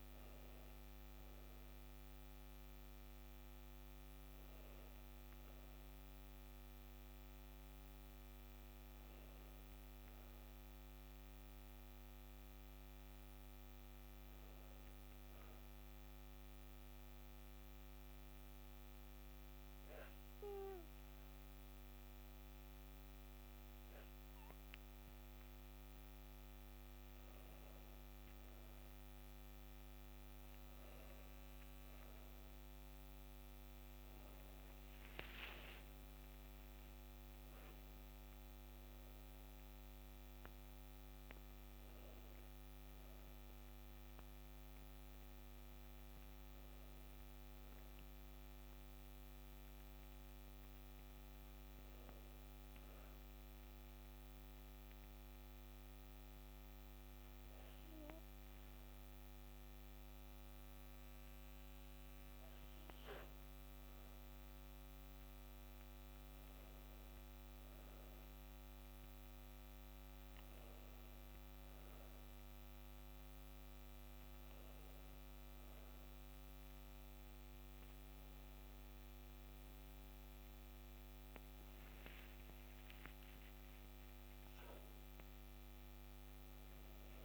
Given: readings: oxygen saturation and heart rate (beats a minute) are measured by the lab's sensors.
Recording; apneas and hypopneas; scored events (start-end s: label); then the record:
breathing in sleep, hard to hear, by a microphone on the trachea; 2
15.50-26.50 s: obstructive apnea (oxygen 94% before, 91% lowest, heart rate 65 before, 62 extreme, up 3 after)
31.50-35.50 s: arousal
33.00-52.00 s: oxygen desaturation (device-marked, oxygen 94% before, 91% lowest, heart rate 63 before, 61 extreme)
53.50-64.50 s: mixed apnea (oxygen 94% before, 92% lowest, heart rate 65 before, 61 extreme, up 3 after)
67.00-72.00 s: arousal
From the record:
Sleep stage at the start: N2 (light sleep); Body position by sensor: on the back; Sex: female